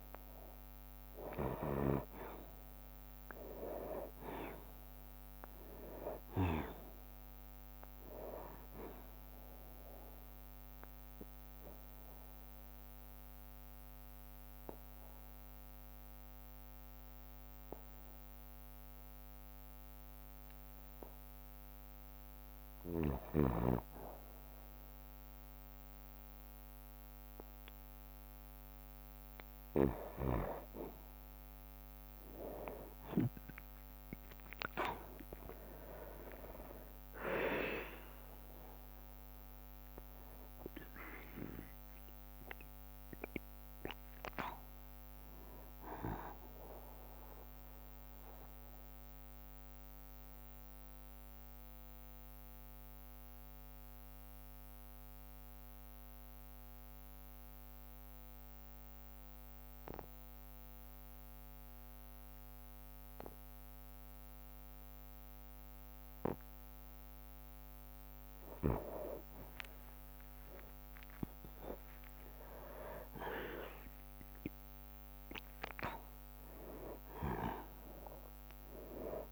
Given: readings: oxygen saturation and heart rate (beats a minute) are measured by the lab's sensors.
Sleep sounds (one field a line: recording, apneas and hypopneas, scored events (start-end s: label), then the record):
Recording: breathing in sleep by a microphone on the trachea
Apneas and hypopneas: 2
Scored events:
0.00-4.00 s: arousal
3.00-15.00 s: drop in pulse transit time (device-marked, heart rate 62 before, 63 extreme)
10.00-27.00 s: oxygen desaturation (device-marked, oxygen 96% before, 90% lowest, heart rate 63 before, 53 extreme)
10.50-23.00 s: obstructive apnea (oxygen 96% before, 90% lowest, heart rate 63 before, 53 extreme, up 7 after)
18.00-24.00 s: bradycardia (device-marked, heart rate 63 before, 54 extreme)
31.50-36.50 s: arousal
36.00-48.00 s: oxygen desaturation (device-marked, oxygen 96% before, 90% lowest, heart rate 60 before, 50 extreme)
36.00-50.00 s: drop in pulse transit time (device-marked, heart rate 60 before, 55 extreme)
46.00-67.00 s: bradycardia (device-marked, heart rate 63 before, 50 extreme)
48.00-67.00 s: mixed apnea (oxygen 96% before, 90% lowest, heart rate 63 before, 50 extreme, up 24 after)
69.50-74.50 s: arousal
70.00-72.00 s: long interval between heartbeats (device-marked, heart rate 55 before, 68 extreme)
72.00-79.32 s: drop in pulse transit time (device-marked, heart rate 56 before, 63 extreme)
74.00-79.32 s: oxygen desaturation (device-marked, oxygen 98% before, 90% lowest, heart rate 58 before, 50 extreme)
From the record:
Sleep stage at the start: N2 (light sleep)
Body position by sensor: on the back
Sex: male